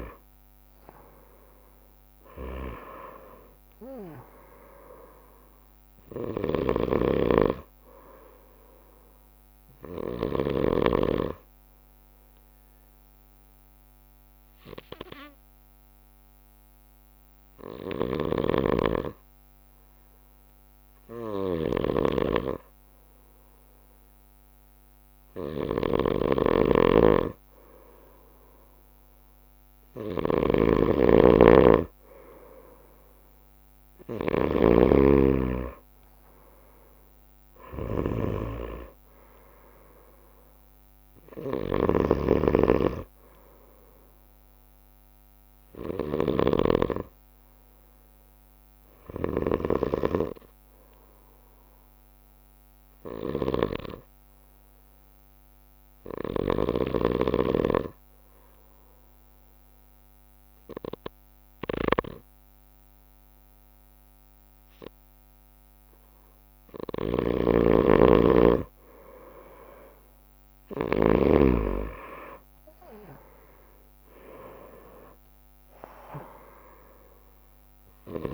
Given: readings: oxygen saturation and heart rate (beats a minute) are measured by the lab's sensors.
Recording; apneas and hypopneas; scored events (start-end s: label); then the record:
breathing in sleep by a microphone on the trachea; 2
0.00-2.00 s: arousal
3.50-33.50 s: bradycardia (device-marked, heart rate 57 before, 51 extreme)
6.50-10.50 s: snoring (device-marked)
13.00-25.50 s: obstructive apnea (oxygen 97% before, 94% lowest, heart rate 57 before, 51 extreme, up 5 after)
18.00-49.50 s: snoring (device-marked)
33.50-38.00 s: arousal
39.50-55.50 s: bradycardia (device-marked, heart rate 57 before, 52 extreme)
56.00-67.50 s: obstructive apnea (oxygen 98% before, 94% lowest, heart rate 57 before, 49 extreme, up 6 after)
60.50-69.50 s: bradycardia (device-marked, heart rate 57 before, 57 extreme)
67.00-71.50 s: snoring (device-marked)
72.00-76.50 s: arousal
75.50-78.34 s: bradycardia (device-marked, heart rate 57 before, 49 extreme)
From the record:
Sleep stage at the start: N2 (light sleep); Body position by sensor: on the right side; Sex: male